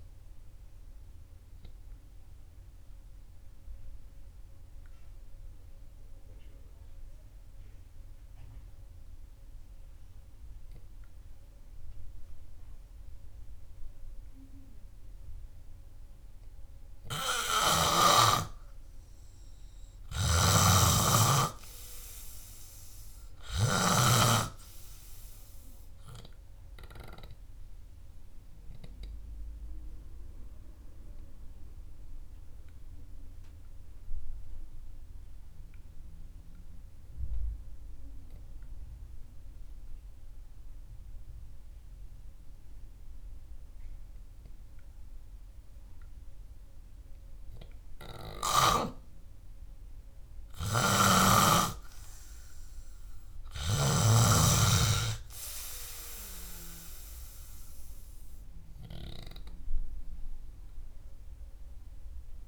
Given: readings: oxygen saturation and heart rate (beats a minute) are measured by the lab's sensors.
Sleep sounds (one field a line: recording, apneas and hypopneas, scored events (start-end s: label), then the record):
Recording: breathing in sleep by a room microphone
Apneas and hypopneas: 2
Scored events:
3.50-17.50 s: obstructive apnea (oxygen 98% before, 92% lowest, heart rate 66 before, 55 extreme, up 22 after)
20.50-24.50 s: snoring (device-marked)
20.50-39.50 s: oxygen desaturation (device-marked, oxygen 97% before, 92% lowest, heart rate 65 before, 58 extreme)
23.50-27.00 s: arousal
34.50-48.00 s: obstructive apnea (oxygen 97% before, 92% lowest, heart rate 67 before, 58 extreme)
50.50-53.50 s: arousal
58.50-62.47 s: oxygen desaturation (device-marked, oxygen 97% before, 92% lowest, heart rate 65 before, 57 extreme)
From the record:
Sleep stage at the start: N3 (deep sleep)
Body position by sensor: on the back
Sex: male